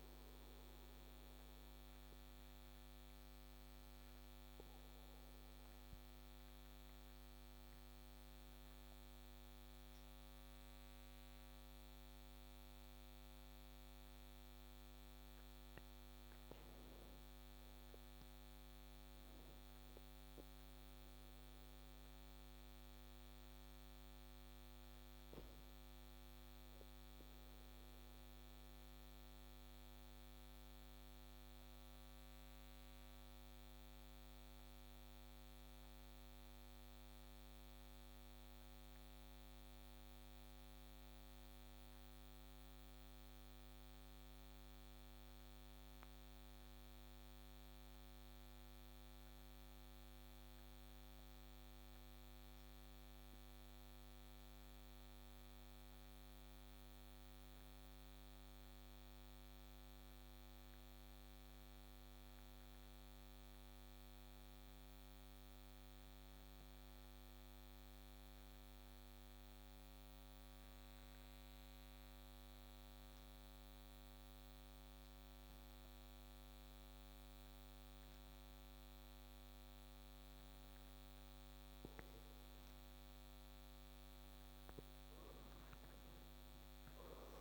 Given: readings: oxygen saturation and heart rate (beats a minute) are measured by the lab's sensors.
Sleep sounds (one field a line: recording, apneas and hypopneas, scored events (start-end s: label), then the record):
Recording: breathing in sleep, hard to hear, by a microphone on the trachea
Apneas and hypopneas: 2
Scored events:
1.00-15.50 s: obstructive apnea (oxygen 97% before, 94% lowest)
17.00-20.00 s: arousal
28.50-82.00 s: obstructive apnea (oxygen 99% before, 89% lowest)
55.50-68.50 s: oxygen desaturation (device-marked, oxygen 98% before, 95% lowest)
81.50-87.41 s: oxygen desaturation (device-marked, oxygen 96% before, 89% lowest)
85.00-87.41 s: arousal
From the record:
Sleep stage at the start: N2 (light sleep)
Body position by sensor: on the back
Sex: male